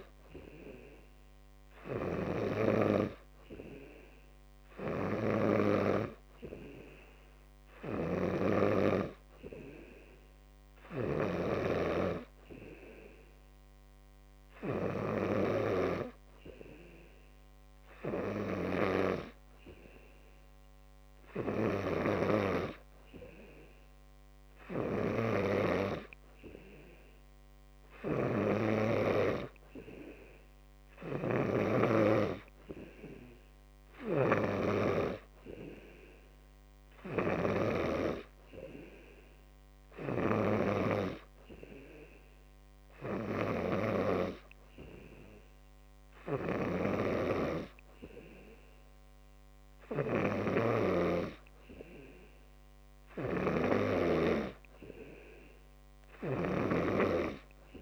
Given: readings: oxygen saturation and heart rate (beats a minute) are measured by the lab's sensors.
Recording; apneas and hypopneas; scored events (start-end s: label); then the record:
breathing in sleep by a microphone on the trachea; none
none scored
From the record:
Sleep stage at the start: N2 (light sleep); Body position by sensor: on the back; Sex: male